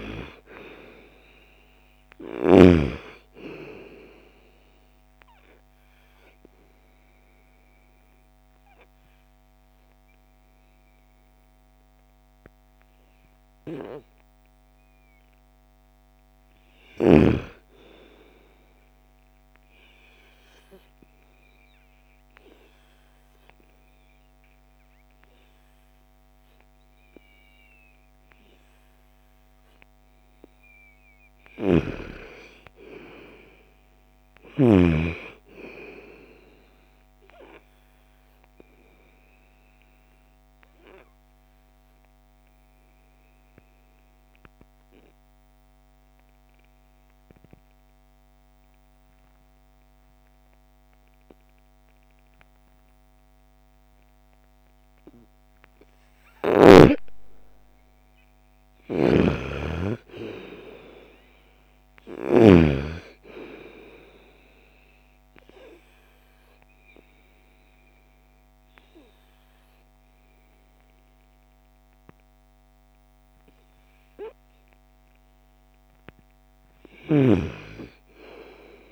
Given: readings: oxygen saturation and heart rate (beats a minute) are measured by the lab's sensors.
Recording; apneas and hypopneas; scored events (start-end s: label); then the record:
breathing in sleep by a microphone on the trachea; 4
0.00-1.50 s: arousal
0.00-2.00 s: snoring (device-marked)
0.00-18.50 s: oxygen desaturation (device-marked, oxygen 84% lowest, heart rate 55 extreme)
4.50-14.50 s: obstructive apnea (oxygen 99% before, 84% lowest, heart rate 60 before, 55 extreme, up 3 after)
15.50-17.00 s: arousal
19.00-30.00 s: obstructive apnea (oxygen 99% before, 85% lowest, heart rate 63 before, 56 extreme, up 31 after)
30.50-34.00 s: snoring (device-marked)
33.00-36.00 s: arousal
38.50-55.50 s: obstructive apnea (oxygen 98% before, 85% lowest, heart rate 70 before, 56 extreme, up 8 after)
40.50-50.50 s: oxygen desaturation (device-marked, oxygen 95% before, 90% lowest, heart rate 71 before, 56 extreme)
56.50-77.50 s: oxygen desaturation (device-marked, oxygen 98% before, 85% lowest, heart rate 60 before, 56 extreme)
57.50-60.50 s: arousal
58.00-62.00 s: snoring (device-marked)
64.00-74.50 s: obstructive apnea (oxygen 98% before, 85% lowest, heart rate 59 before, 56 extreme, up 4 after)
76.00-78.91 s: snoring (device-marked)
76.50-78.91 s: arousal
From the record:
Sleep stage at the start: N2 (light sleep); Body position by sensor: on the right side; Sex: female